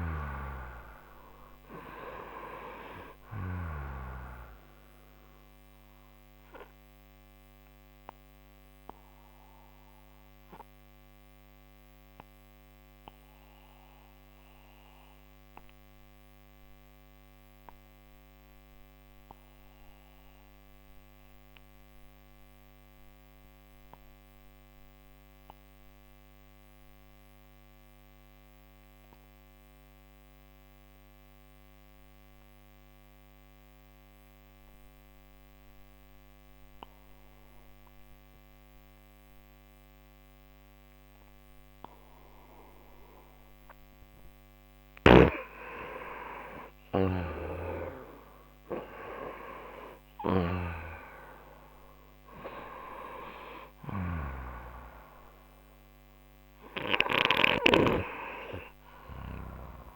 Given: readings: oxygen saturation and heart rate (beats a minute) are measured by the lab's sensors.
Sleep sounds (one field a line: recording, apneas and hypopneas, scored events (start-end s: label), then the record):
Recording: breathing in sleep by a microphone on the trachea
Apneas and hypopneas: 1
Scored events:
0.00-24.50 s: oxygen desaturation (device-marked, oxygen 88% lowest)
6.00-44.00 s: obstructive apnea (oxygen 97% before, 87% lowest)
38.50-59.96 s: oxygen desaturation (device-marked, oxygen 97% before, 87% lowest)
46.00-51.00 s: arousal
54.00-58.00 s: snoring (device-marked)
From the record:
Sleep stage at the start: N2 (light sleep)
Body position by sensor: on the right side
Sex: male